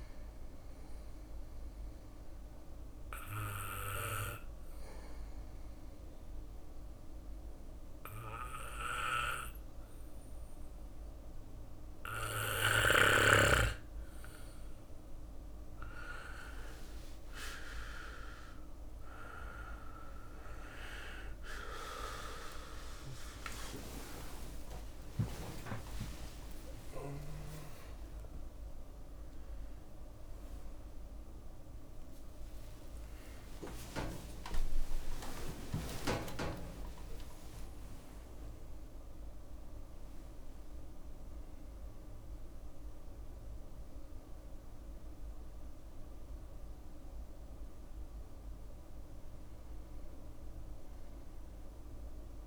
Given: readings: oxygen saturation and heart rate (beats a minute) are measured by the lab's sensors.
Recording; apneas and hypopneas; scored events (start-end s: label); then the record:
a person awake in a sleep study, by a room microphone; 1
0.50-14.00 s: obstructive apnea (oxygen 98% before, 93% lowest, heart rate 62 before, 63 extreme, up 14 after)
5.00-52.47 s: new sleep stage, awake
18.00-37.00 s: oxygen desaturation (device-marked, oxygen 97% before, 93% lowest, heart rate 63 before, 57 extreme)
19.00 s: drop in pulse transit time (device-marked)
21.00-27.00 s: tachycardia (device-marked, heart rate 62 before, 134 extreme)
21.00-35.00 s: drop in pulse transit time (device-marked, heart rate 64 before, 72 extreme)
21.50-23.50 s: long interval between heartbeats (device-marked, heart rate 64 before, 77 extreme)
24.00-26.00 s: long interval between heartbeats (device-marked, heart rate 68 before, 115 extreme)
51.00-52.47 s: bradycardia (device-marked, heart rate 62 before, 57 extreme)
From the record:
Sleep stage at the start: N2 (light sleep); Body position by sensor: on the back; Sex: male